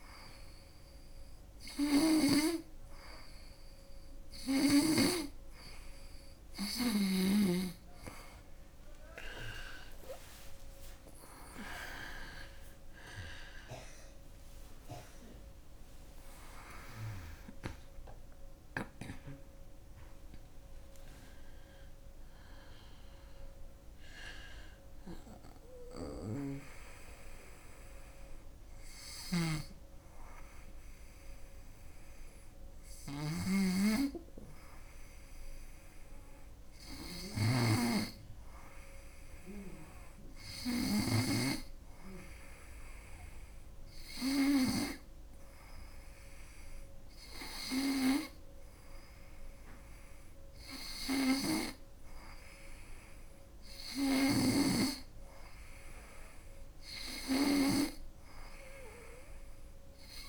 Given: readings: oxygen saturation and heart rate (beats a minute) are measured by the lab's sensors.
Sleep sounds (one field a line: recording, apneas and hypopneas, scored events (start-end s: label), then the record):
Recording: breathing in sleep by a room microphone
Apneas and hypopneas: none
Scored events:
9.00-14.00 s: arousal
25.50-40.50 s: snoring (device-marked)
From the record:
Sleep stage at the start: N2 (light sleep)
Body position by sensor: on the right side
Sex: female